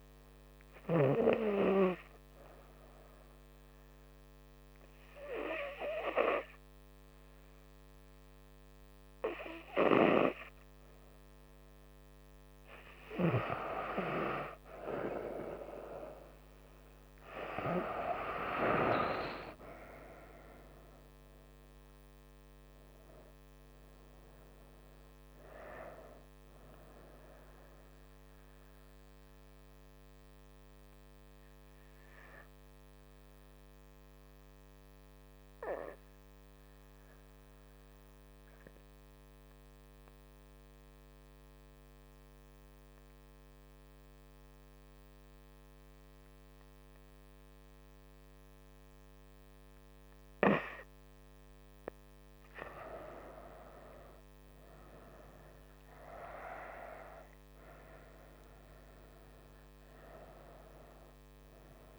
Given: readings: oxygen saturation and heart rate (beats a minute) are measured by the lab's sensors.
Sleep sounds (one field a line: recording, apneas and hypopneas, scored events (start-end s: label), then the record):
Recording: breathing in sleep by a microphone on the trachea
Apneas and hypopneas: 2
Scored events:
0.00-6.00 s: oxygen desaturation (device-marked, oxygen 93% lowest, heart rate 68 extreme)
1.50-13.50 s: hypopnea (oxygen 99% before, 92% lowest, heart rate 70 before, 65 extreme, up 2 after)
4.00-61.99 s: new sleep stage, N2 (light sleep)
19.50-23.00 s: arousal
28.50-51.00 s: hypopnea (oxygen 97% before, 92% lowest, heart rate 70 before, 65 extreme, up 9 after)
54.00-61.99 s: oxygen desaturation (device-marked, oxygen 98% before, 92% lowest, heart rate 68 before, 67 extreme)
55.50-59.50 s: arousal
From the record:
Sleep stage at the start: N1 (lightest sleep)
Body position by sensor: on the front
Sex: female